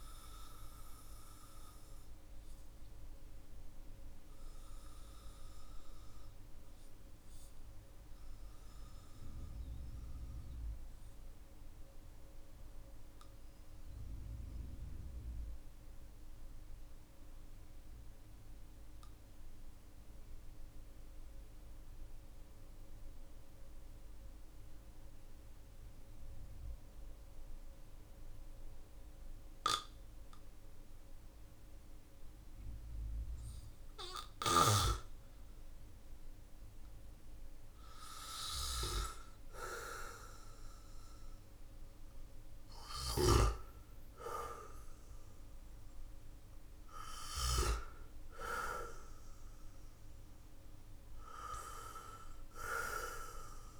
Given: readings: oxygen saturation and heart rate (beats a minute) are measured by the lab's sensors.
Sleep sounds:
breathing in sleep by a room microphone; 1
0.00-17.50 s: oxygen desaturation (device-marked, oxygen 91% lowest, heart rate 45 extreme)
0.50-34.00 s: hypopnea (oxygen 99% before, 91% lowest, heart rate 52 before, 42 extreme, up 13 after)
30.50-45.50 s: oxygen desaturation (device-marked, oxygen 99% before, 95% lowest, heart rate 51 before, 42 extreme)
36.50-42.00 s: arousal
From the record:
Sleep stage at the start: N2 (light sleep); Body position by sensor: on the back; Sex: male

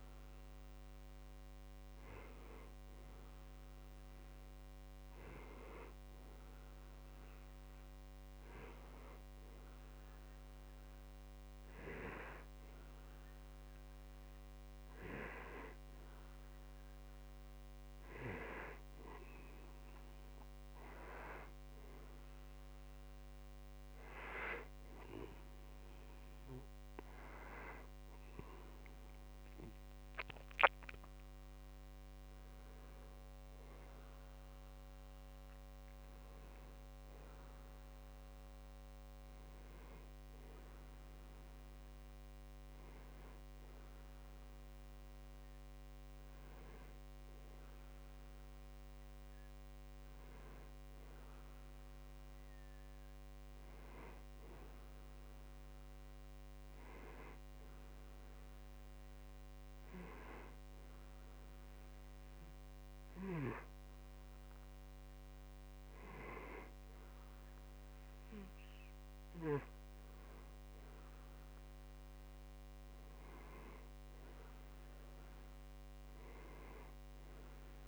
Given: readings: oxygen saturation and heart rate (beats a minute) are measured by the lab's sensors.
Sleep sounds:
breathing in sleep by a microphone on the trachea; none
75.00-77.88 s: arousal
From the record:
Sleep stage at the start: N2 (light sleep); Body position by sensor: on the back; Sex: male

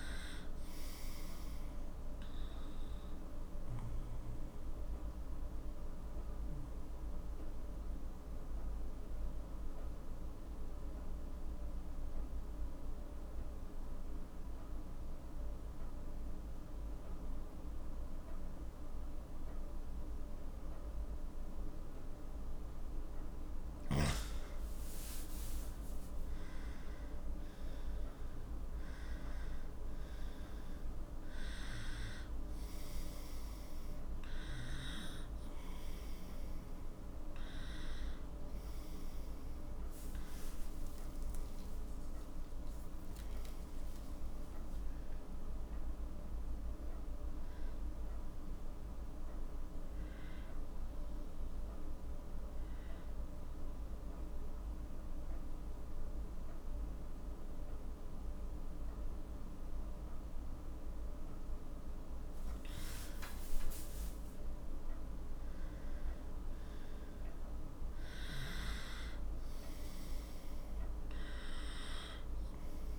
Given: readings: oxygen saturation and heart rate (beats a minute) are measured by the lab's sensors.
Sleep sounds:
breathing in sleep, hard to hear, by a room microphone; 2
0.00-15.00 s: oxygen desaturation (device-marked, oxygen 92% lowest, heart rate 46 extreme)
3.00-22.50 s: obstructive apnea (oxygen 98% before, 91% lowest, heart rate 52 before, 45 extreme, up 12 after)
24.50-29.00 s: arousal
25.00-56.00 s: oxygen desaturation (device-marked, oxygen 97% before, 91% lowest, heart rate 49 before, 42 extreme)
48.50-62.00 s: obstructive apnea (oxygen 97% before, 92% lowest, heart rate 57 before, 42 extreme, up 18 after)
64.50-69.00 s: arousal
70.00-72.99 s: oxygen desaturation (device-marked, oxygen 97% before, 93% lowest, heart rate 49 before, 45 extreme)
From the record:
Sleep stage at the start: N2 (light sleep); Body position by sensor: on the left side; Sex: male

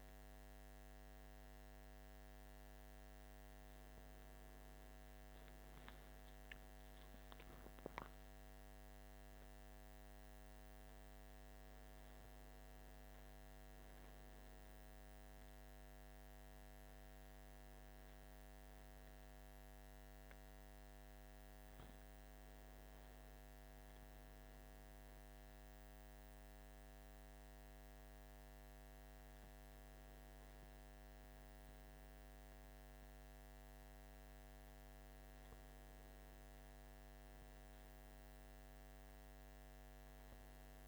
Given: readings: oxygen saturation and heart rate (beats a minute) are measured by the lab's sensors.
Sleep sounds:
a person awake in a sleep study, hard to hear, by a microphone on the trachea; none
none scored
From the record:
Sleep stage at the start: awake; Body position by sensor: on the right side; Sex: male

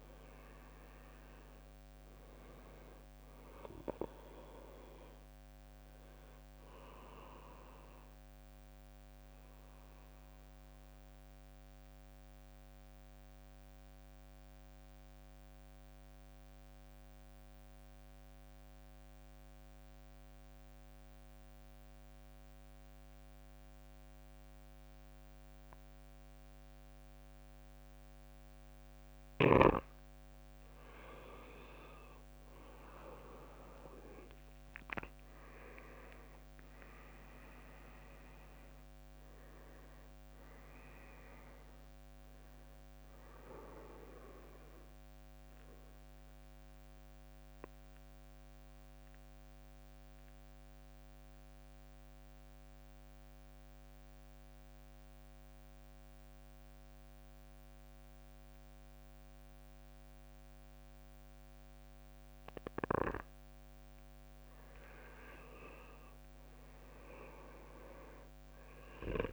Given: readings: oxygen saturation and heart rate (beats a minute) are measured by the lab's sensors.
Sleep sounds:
breathing in sleep by a microphone on the trachea; 2
0.00-1.50 s: arousal
1.00-19.00 s: oxygen desaturation (device-marked, oxygen 98% before, 94% lowest, heart rate 57 before, 52 extreme)
12.00-29.50 s: mixed apnea (oxygen 98% before, 90% lowest, heart rate 61 before, 53 extreme, up 18 after)
29.00-54.00 s: oxygen desaturation (device-marked, oxygen 98% before, 90% lowest, heart rate 55 before, 53 extreme)
32.00-36.50 s: arousal
33.00-46.00 s: drop in pulse transit time (device-marked, heart rate 57 before, 60 extreme)
48.00-63.00 s: mixed apnea (oxygen 98% before, 90% lowest, heart rate 66 before, 53 extreme, up 14 after)
65.00-68.50 s: arousal
66.00-69.33 s: oxygen desaturation (device-marked, oxygen 98% before, 92% lowest, heart rate 58 before, 53 extreme)
From the record:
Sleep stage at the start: N2 (light sleep); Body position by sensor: on the back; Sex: male

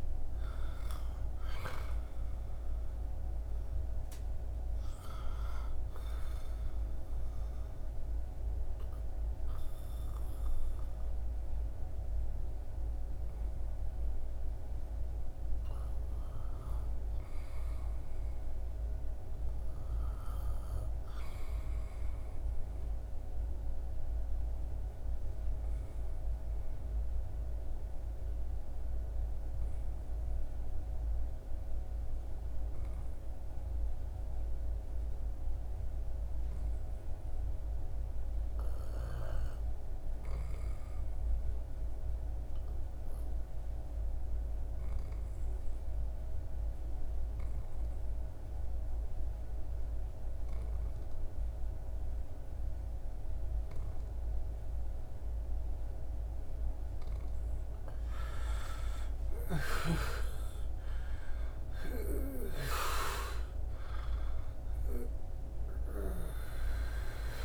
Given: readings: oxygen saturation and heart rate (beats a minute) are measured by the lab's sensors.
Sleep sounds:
breathing in sleep by a room microphone; 1
0.00-16.50 s: oxygen desaturation (device-marked, oxygen 86% lowest, heart rate 76 extreme)
7.00-56.00 s: obstructive apnea (oxygen 97% before, 80% lowest, heart rate 78 before, 71 extreme, up 12 after)
35.50-67.45 s: new sleep stage, REM sleep
38.50-67.45 s: oxygen desaturation (device-marked, oxygen 97% before, 80% lowest, heart rate 79 before, 67 extreme)
58.50-62.00 s: arousal
From the record:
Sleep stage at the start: N2 (light sleep); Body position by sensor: on the back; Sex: male

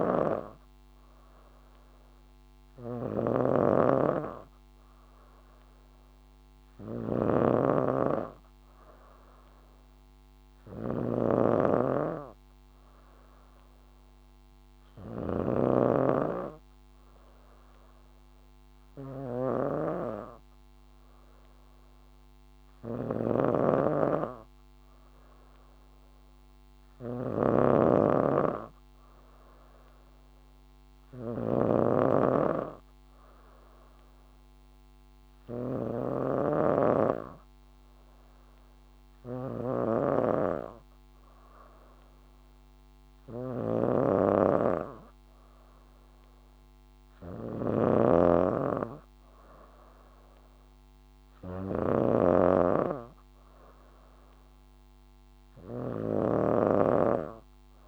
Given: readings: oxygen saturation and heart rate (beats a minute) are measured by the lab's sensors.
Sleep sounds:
breathing in sleep by a microphone on the trachea; none
0.00-57.88 s: snoring (device-marked)
From the record:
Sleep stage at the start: N3 (deep sleep); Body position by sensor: on the back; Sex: female

